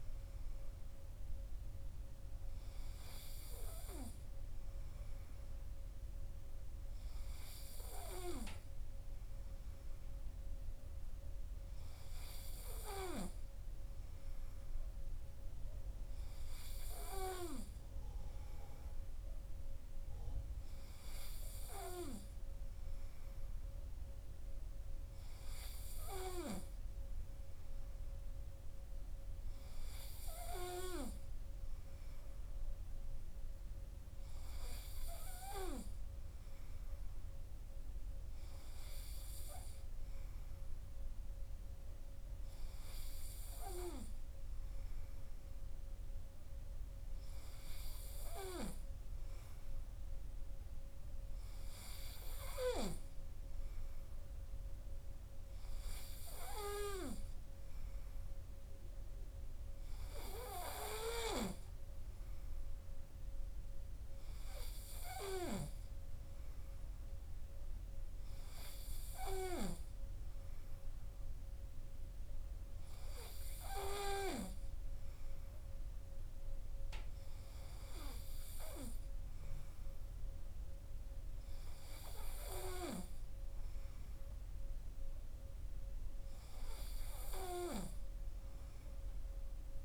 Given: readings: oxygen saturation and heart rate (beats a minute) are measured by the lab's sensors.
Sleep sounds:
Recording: breathing in sleep by a room microphone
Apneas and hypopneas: none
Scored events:
none scored
From the record:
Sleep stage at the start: N3 (deep sleep)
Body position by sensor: on the right side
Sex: male

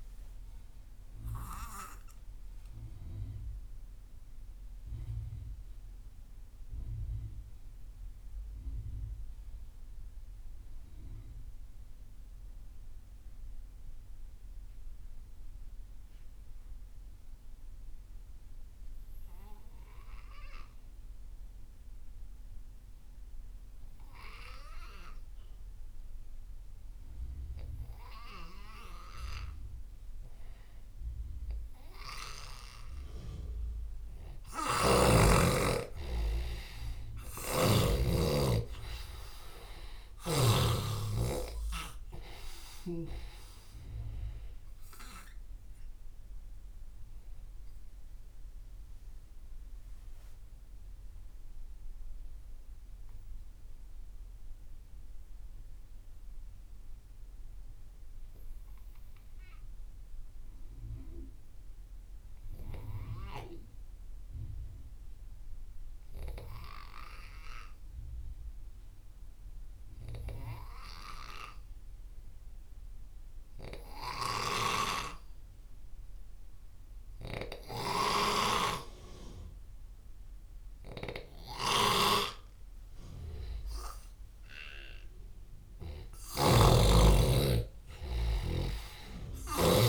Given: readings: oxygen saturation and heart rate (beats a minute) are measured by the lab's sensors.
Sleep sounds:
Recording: breathing in sleep by a room microphone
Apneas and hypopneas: 2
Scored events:
0.00-13.00 s: oxygen desaturation (device-marked, oxygen 89% lowest)
1.00-34.00 s: obstructive apnea (oxygen 97% before, 87% lowest)
29.00-63.00 s: oxygen desaturation (device-marked, oxygen 98% before, 87% lowest)
34.00-40.50 s: snoring (device-marked)
35.00-38.50 s: arousal
45.00-83.50 s: obstructive apnea (oxygen 98% before, 86% lowest)
74.00-89.89 s: snoring (device-marked)
79.00-89.89 s: oxygen desaturation (device-marked, oxygen 97% before, 86% lowest)
86.00-89.89 s: arousal
From the record:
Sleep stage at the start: N2 (light sleep)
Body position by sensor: on the left side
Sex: male

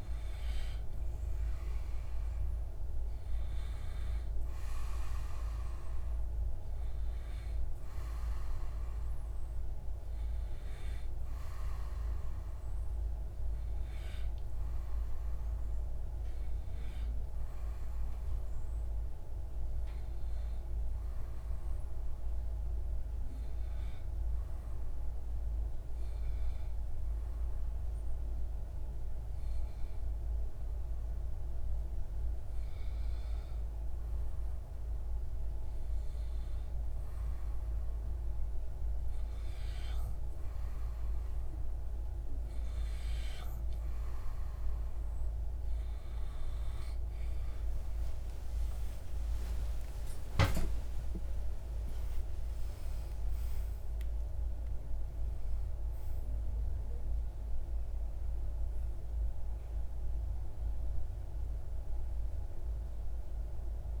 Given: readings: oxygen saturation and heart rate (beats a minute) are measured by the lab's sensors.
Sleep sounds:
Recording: breathing in sleep, hard to hear, by a room microphone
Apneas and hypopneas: 1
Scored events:
18.50-34.00 s: hypopnea (oxygen 95% before, 92% lowest)
47.00-51.50 s: arousal
From the record:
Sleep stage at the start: N2 (light sleep)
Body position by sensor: on the back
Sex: male

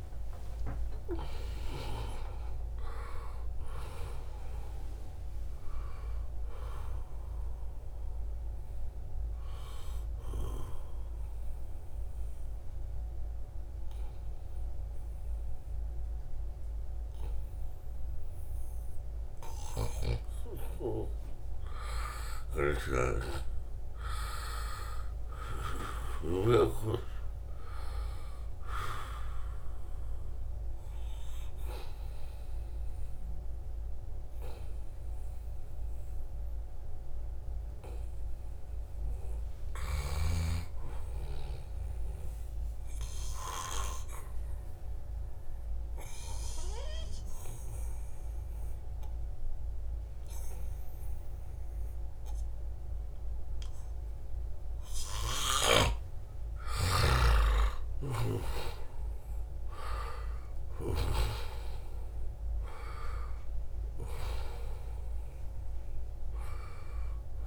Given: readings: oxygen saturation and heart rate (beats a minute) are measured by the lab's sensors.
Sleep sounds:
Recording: breathing in sleep by a room microphone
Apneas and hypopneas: 2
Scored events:
0.00-21.50 s: oxygen desaturation (device-marked, oxygen 87% lowest, heart rate 74 extreme)
10.00-21.00 s: obstructive apnea (oxygen 96% before, 87% lowest, heart rate 79 before, 78 extreme, up 3 after)
22.50-27.00 s: arousal
42.00-55.50 s: obstructive apnea (oxygen 98% before, 90% lowest, heart rate 81 before, 71 extreme, up 3 after)
51.50-67.47 s: oxygen desaturation (device-marked, oxygen 96% before, 90% lowest, heart rate 78 before, 71 extreme)
56.00-59.50 s: arousal
From the record:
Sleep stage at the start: N2 (light sleep)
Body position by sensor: on the back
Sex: male

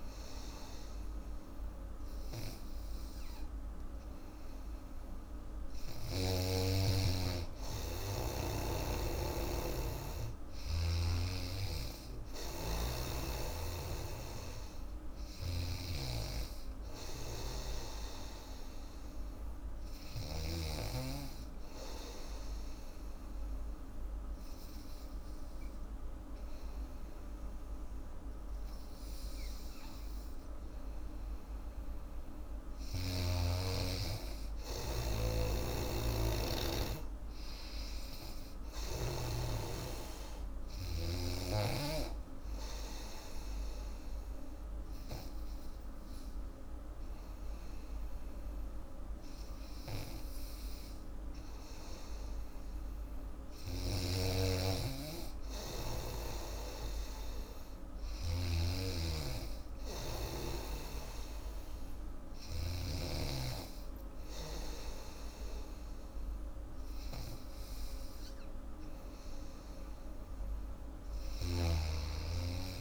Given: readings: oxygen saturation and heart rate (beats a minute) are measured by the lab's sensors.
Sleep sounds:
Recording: breathing in sleep by a room microphone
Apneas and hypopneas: 2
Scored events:
0.00-4.00 s: oxygen desaturation (device-marked, oxygen 94% lowest, heart rate 79 extreme)
13.50-20.50 s: snoring (device-marked)
14.00-17.50 s: arousal
19.50-31.00 s: obstructive apnea (oxygen 97% before, 92% lowest, heart rate 82 before, 80 extreme, up 4 after)
33.00-36.00 s: arousal
35.00-39.00 s: snoring (device-marked)
35.00-49.00 s: oxygen desaturation (device-marked, oxygen 98% before, 92% lowest, heart rate 82 before, 80 extreme)
41.50-52.50 s: hypopnea (oxygen 98% before, 92% lowest, heart rate 82 before, 80 extreme, up 2 after)
46.00-72.81 s: new sleep stage, N3 (deep sleep)
53.50-63.00 s: snoring (device-marked)
54.50-58.00 s: arousal
From the record:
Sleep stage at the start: N2 (light sleep)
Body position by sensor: on the back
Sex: female

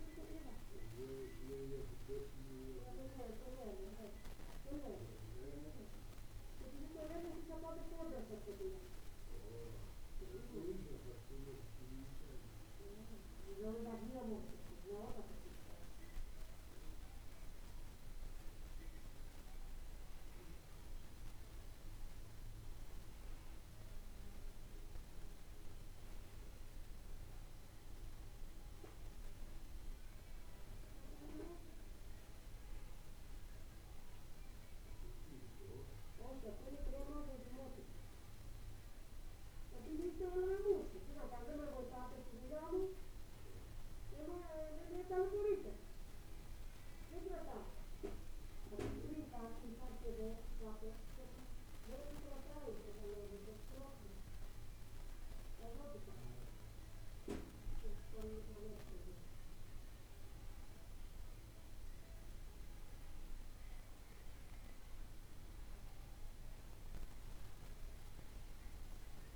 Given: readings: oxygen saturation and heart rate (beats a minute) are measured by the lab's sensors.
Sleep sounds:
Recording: breathing in sleep by a room microphone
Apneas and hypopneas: none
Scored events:
2.00-69.36 s: new sleep stage, N2 (light sleep)
From the record:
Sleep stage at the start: N1 (lightest sleep)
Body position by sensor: on the back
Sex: male

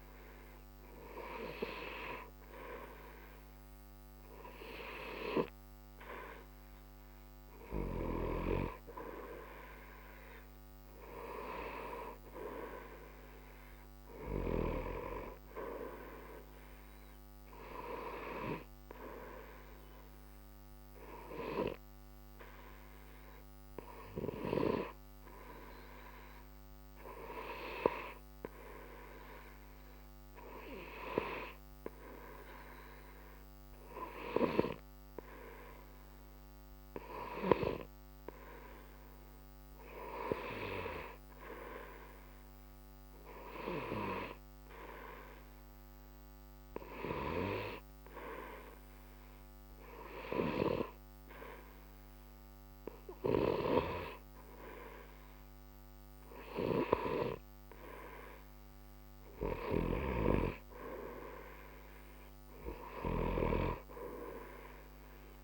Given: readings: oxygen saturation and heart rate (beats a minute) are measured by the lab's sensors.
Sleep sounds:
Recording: breathing in sleep by a microphone on the trachea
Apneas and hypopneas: 1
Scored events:
21.00-38.00 s: hypopnea (oxygen 94% before, 93% lowest, heart rate 60 before, 60 extreme, up 0 after)
40.00-44.00 s: arousal
From the record:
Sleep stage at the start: N2 (light sleep)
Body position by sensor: on the right side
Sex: male

